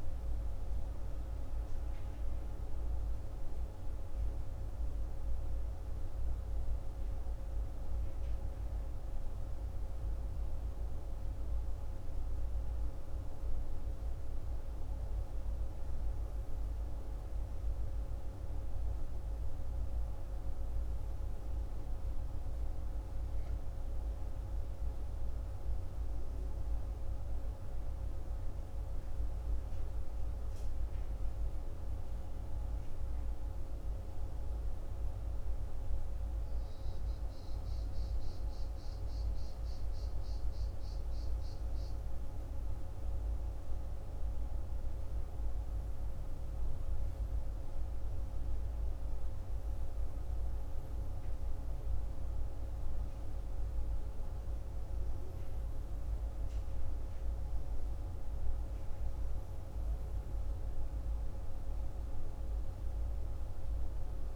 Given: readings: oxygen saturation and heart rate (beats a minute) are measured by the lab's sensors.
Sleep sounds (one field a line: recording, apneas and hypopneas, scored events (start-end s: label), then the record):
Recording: breathing in sleep, hard to hear, by a room microphone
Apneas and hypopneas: none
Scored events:
6.00-64.36 s: new sleep stage, N2 (light sleep)
From the record:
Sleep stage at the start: N1 (lightest sleep)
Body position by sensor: on the left side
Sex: male